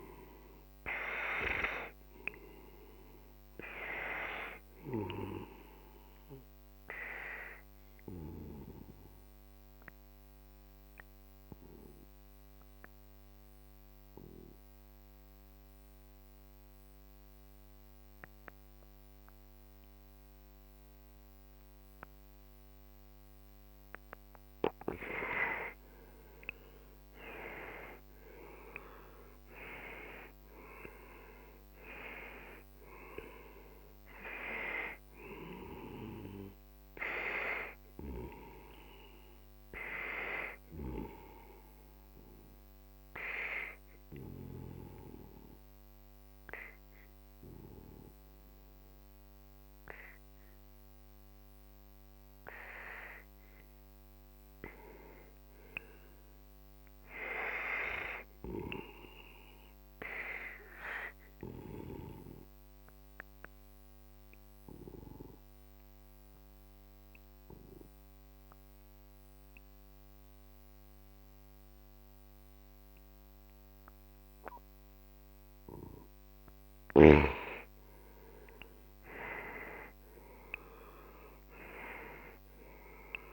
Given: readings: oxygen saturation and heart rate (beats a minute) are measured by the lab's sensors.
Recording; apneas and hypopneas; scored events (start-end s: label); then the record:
breathing in sleep by a microphone on the trachea; 3
8.00-24.50 s: obstructive apnea (oxygen 97% before, 90% lowest, heart rate 57 before, 44 extreme, up 13 after)
25.00-49.00 s: oxygen desaturation (device-marked, oxygen 96% before, 90% lowest, heart rate 54 before, 44 extreme)
26.50-32.00 s: arousal
43.00-53.50 s: obstructive apnea (oxygen 96% before, 89% lowest, heart rate 58 before, 46 extreme, up 14 after)
56.00-60.00 s: arousal
62.00-73.00 s: oxygen desaturation (device-marked, oxygen 98% before, 94% lowest, heart rate 51 before, 46 extreme)
63.00-77.00 s: obstructive apnea (oxygen 98% before, 89% lowest, heart rate 52 before, 46 extreme, up 11 after)
75.00-83.32 s: oxygen desaturation (device-marked, oxygen 95% before, 89% lowest, heart rate 57 before, 46 extreme)
79.00-82.50 s: arousal
From the record:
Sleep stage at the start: N2 (light sleep); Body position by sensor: on the right side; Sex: male